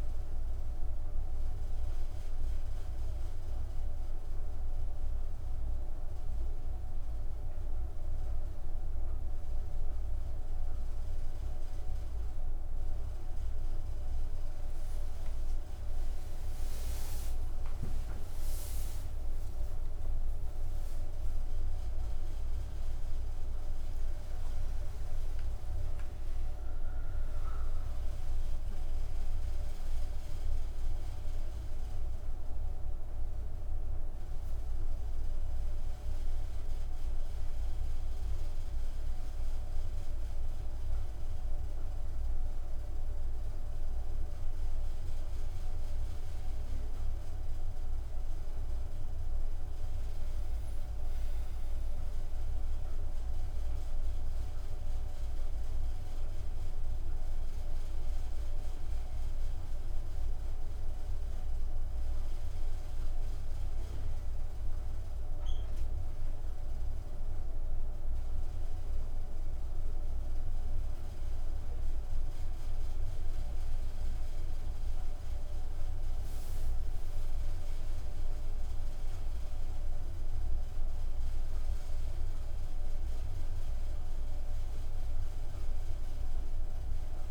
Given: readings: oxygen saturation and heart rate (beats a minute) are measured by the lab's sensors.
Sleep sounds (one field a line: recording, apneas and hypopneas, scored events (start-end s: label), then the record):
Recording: breathing in sleep, hard to hear, by a room microphone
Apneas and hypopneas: 1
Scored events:
1.00-15.50 s: hypopnea (oxygen 97% before, 95% lowest, heart rate 131 before, 47 extreme)
17.50-21.50 s: arousal
25.50-38.50 s: oxygen desaturation (device-marked, oxygen 98% before, 95% lowest, heart rate 118 before, 47 extreme)
85.50-87.31 s: new sleep stage, N2 (light sleep)
From the record:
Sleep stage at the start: N1 (lightest sleep)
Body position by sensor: on the back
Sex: female